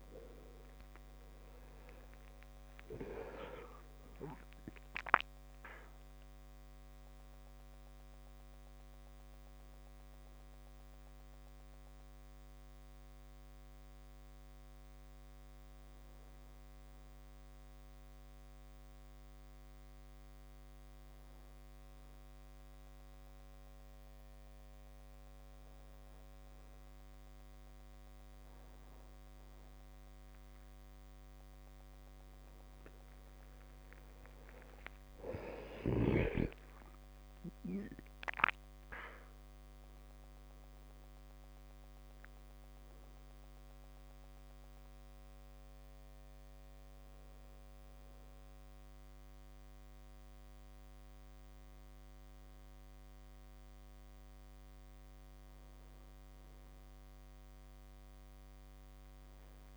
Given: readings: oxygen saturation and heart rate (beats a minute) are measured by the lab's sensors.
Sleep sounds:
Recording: a person awake in a sleep study, by a microphone on the trachea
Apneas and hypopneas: none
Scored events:
1.50-5.50 s: arousal
From the record:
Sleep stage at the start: awake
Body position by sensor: on the back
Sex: male

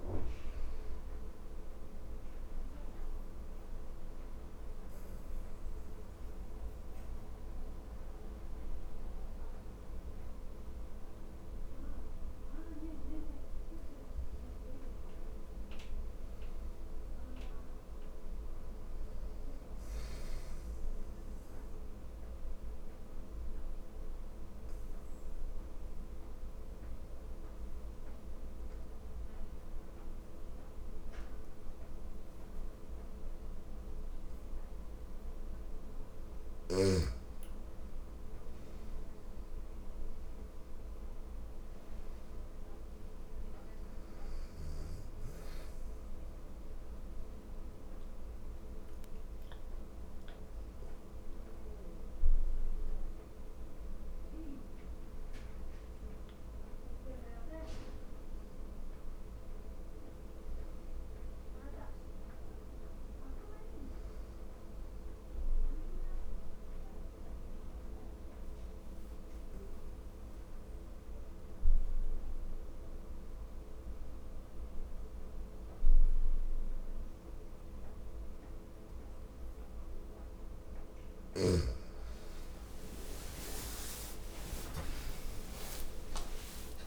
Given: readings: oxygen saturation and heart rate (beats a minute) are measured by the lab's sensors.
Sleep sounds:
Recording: breathing in sleep by a room microphone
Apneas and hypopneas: 4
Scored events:
1.50-12.50 s: obstructive apnea (oxygen 97% before, 87% lowest, heart rate 78 before, 75 extreme, up 0 after)
6.00-16.00 s: oxygen desaturation (device-marked, oxygen 97% before, 91% lowest, heart rate 78 before, 75 extreme)
14.00-17.50 s: arousal
20.50-35.00 s: obstructive apnea (oxygen 97% before, 87% lowest, heart rate 78 before, 77 extreme, up 0 after)
22.00-35.00 s: oxygen desaturation (device-marked, oxygen 95% before, 88% lowest, heart rate 77 before, 77 extreme)
37.50-41.00 s: arousal
43.00-59.00 s: oxygen desaturation (device-marked, oxygen 95% before, 87% lowest, heart rate 78 before, 74 extreme)
45.00-56.50 s: obstructive apnea (oxygen 95% before, 85% lowest, heart rate 78 before, 74 extreme, up 1 after)
59.00-63.00 s: arousal
65.00-80.00 s: obstructive apnea (oxygen 97% before, 85% lowest, heart rate 78 before, 73 extreme, up 48 after)
70.00-79.00 s: oxygen desaturation (device-marked, oxygen 97% before, 90% lowest, heart rate 78 before, 73 extreme)
74.00-86.87 s: new sleep stage, awake
From the record:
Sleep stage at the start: N2 (light sleep)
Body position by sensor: on the back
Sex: female

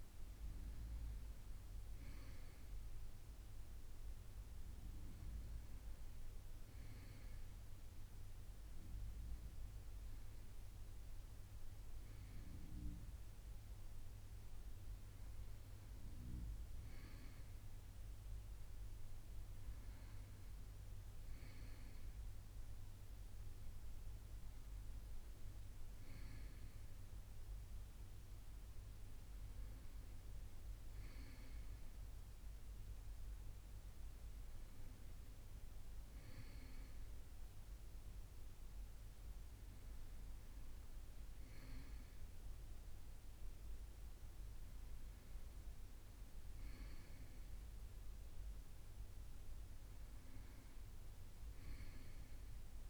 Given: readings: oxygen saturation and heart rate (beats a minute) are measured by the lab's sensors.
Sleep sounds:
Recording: a person awake in a sleep study, hard to hear, by a room microphone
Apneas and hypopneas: none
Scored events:
5.00-8.50 s: arousal
From the record:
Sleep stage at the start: awake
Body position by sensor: on the right side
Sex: male

